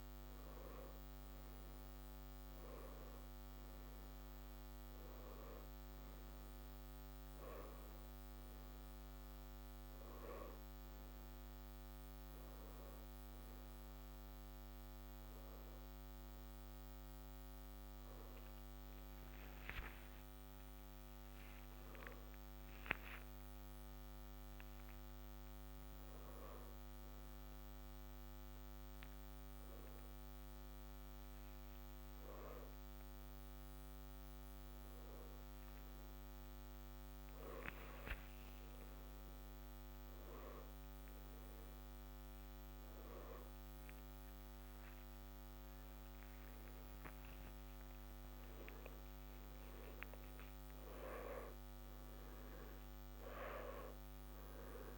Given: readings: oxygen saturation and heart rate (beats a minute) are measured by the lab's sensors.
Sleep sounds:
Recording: a person awake in a sleep study, by a microphone on the trachea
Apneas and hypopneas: none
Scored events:
3.50-54.98 s: new sleep stage, awake
From the record:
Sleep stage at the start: N2 (light sleep)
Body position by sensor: on the back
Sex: male

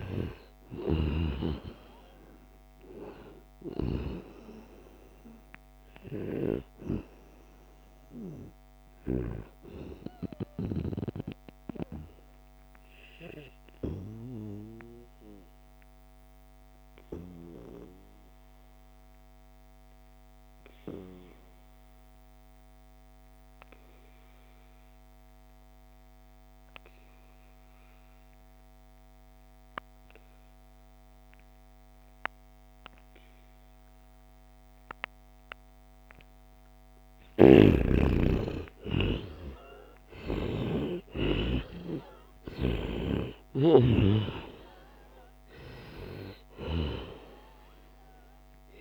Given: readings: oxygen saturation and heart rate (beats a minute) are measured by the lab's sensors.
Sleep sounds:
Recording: breathing in sleep by a microphone on the trachea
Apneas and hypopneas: 1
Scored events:
0.00-1.00 s: snoring (device-marked)
2.50-13.50 s: oxygen desaturation (device-marked, oxygen 97% before, 92% lowest, heart rate 75 before, 67 extreme)
10.00-36.50 s: obstructive apnea (oxygen 97% before, 88% lowest, heart rate 77 before, 67 extreme, up 6 after)
19.50-48.81 s: new sleep stage, N2 (light sleep)
27.50-48.81 s: oxygen desaturation (device-marked, oxygen 97% before, 88% lowest, heart rate 76 before, 67 extreme)
37.00-42.50 s: snoring (device-marked)
38.00-42.50 s: arousal
From the record:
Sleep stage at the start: N1 (lightest sleep)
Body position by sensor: on the right side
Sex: male

